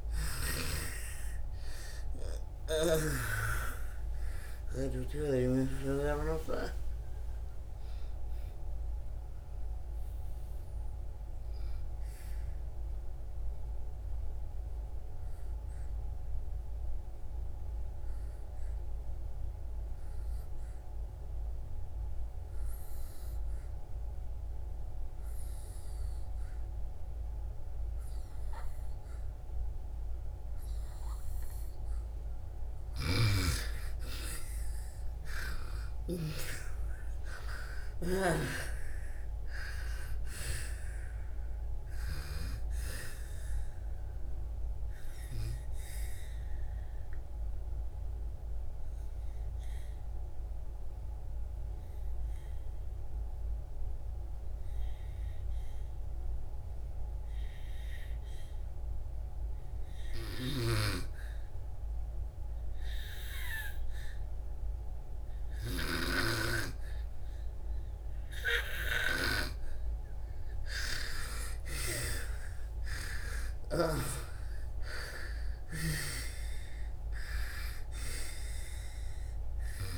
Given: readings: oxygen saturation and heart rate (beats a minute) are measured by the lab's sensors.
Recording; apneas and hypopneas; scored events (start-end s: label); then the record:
breathing in sleep by a room microphone; 2
0.00-3.00 s: snoring (device-marked)
0.00-3.50 s: arousal
0.00-24.50 s: oxygen desaturation (device-marked, oxygen 84% lowest)
10.00-31.00 s: obstructive apnea (oxygen 97% before, 82% lowest)
26.50-59.50 s: oxygen desaturation (device-marked, oxygen 98% before, 82% lowest)
32.50-36.00 s: snoring (device-marked)
34.00-39.50 s: arousal
44.00-69.00 s: obstructive apnea (oxygen 98% before, 82% lowest)
61.50-79.97 s: oxygen desaturation (device-marked, oxygen 98% before, 83% lowest)
70.50-75.00 s: arousal
From the record:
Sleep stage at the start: N2 (light sleep); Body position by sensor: on the back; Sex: female